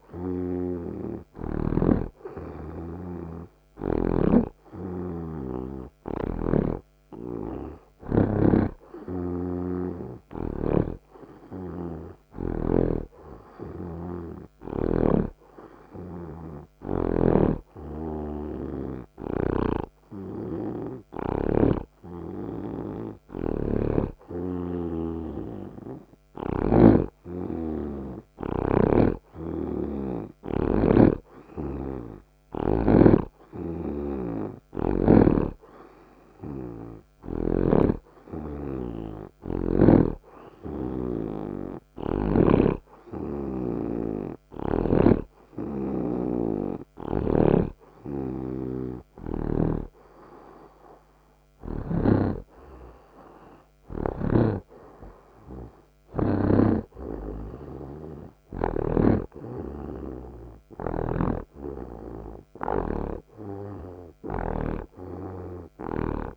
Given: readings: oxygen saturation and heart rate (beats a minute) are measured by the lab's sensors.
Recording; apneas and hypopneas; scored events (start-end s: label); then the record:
breathing in sleep by a microphone on the trachea; none
0.00-2.00 s: snoring (device-marked)
6.50-13.00 s: snoring (device-marked)
17.50-25.00 s: snoring (device-marked)
29.50-33.00 s: snoring (device-marked)
47.50-57.00 s: snoring (device-marked)
59.00-66.37 s: snoring (device-marked)
From the record:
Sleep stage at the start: N2 (light sleep); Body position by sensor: on the right side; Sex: male